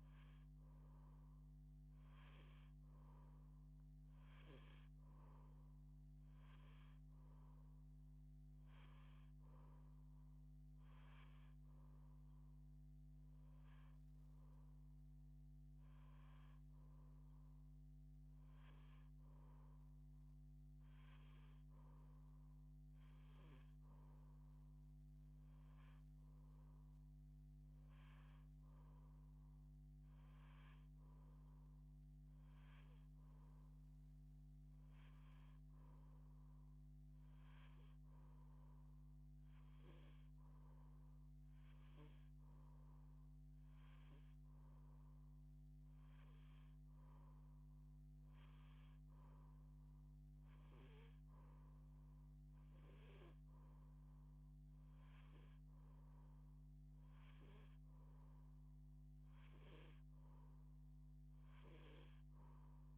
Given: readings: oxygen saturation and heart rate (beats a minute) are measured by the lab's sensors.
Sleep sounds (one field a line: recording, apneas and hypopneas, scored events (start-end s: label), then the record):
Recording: breathing in sleep, hard to hear, by a microphone on the trachea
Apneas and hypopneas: none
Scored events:
42.50-62.98 s: new sleep stage, N2 (light sleep)
From the record:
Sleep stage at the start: N1 (lightest sleep)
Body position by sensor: on the back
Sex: female